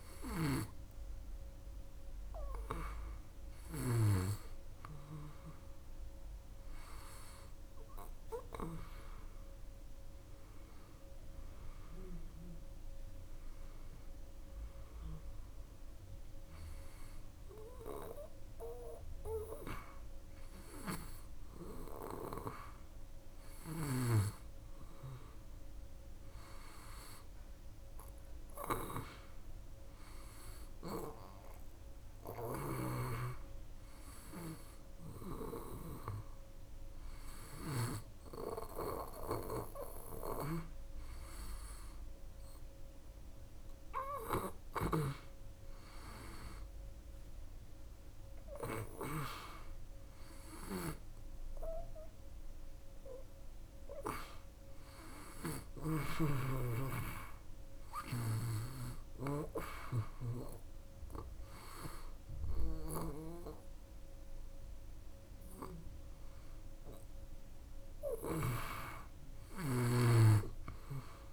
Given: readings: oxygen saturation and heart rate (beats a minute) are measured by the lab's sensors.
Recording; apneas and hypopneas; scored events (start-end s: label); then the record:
breathing in sleep by a room microphone; none
0.00-4.00 s: snoring (device-marked)
From the record:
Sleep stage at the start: N2 (light sleep); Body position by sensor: on the back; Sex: female